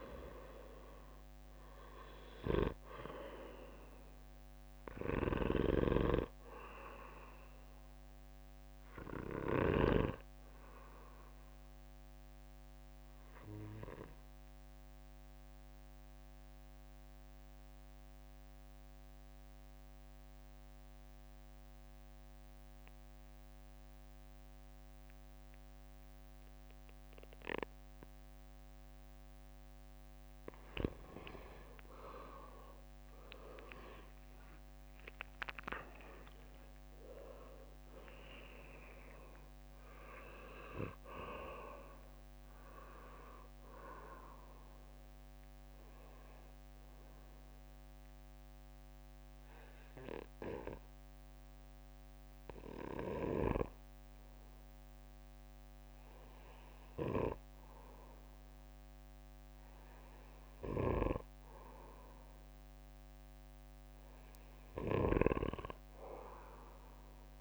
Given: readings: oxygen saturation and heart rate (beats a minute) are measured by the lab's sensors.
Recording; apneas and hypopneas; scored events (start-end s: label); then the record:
breathing in sleep by a microphone on the trachea; 2
0.50-17.50 s: oxygen desaturation (device-marked, oxygen 96% before, 92% lowest, heart rate 62 before, 59 extreme)
10.00-30.00 s: obstructive apnea (oxygen 96% before, 88% lowest, heart rate 64 before, 53 extreme, up 12 after)
34.00-37.50 s: arousal
34.50-55.50 s: oxygen desaturation (device-marked, oxygen 96% before, 88% lowest, heart rate 61 before, 53 extreme)
44.00-60.00 s: obstructive apnea (oxygen 97% before, 88% lowest, heart rate 66 before, 53 extreme, up 7 after)
64.50-67.41 s: arousal
From the record:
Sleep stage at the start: N2 (light sleep); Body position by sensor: on the back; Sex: male